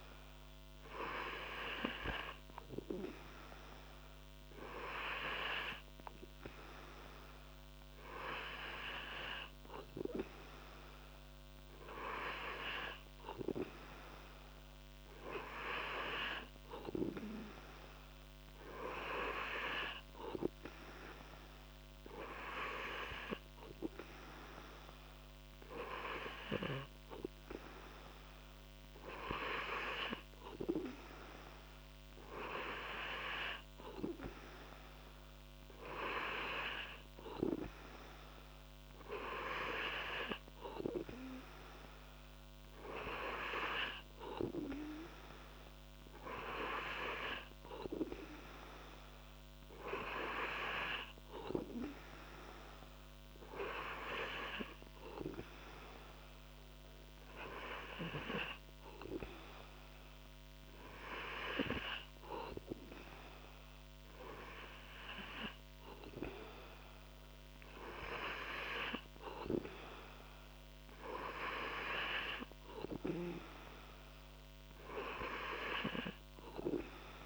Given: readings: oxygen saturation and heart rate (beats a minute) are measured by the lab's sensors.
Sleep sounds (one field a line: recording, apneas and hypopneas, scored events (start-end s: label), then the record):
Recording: breathing in sleep by a microphone on the trachea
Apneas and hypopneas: none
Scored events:
none scored
From the record:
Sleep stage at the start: N2 (light sleep)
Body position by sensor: on the back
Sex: male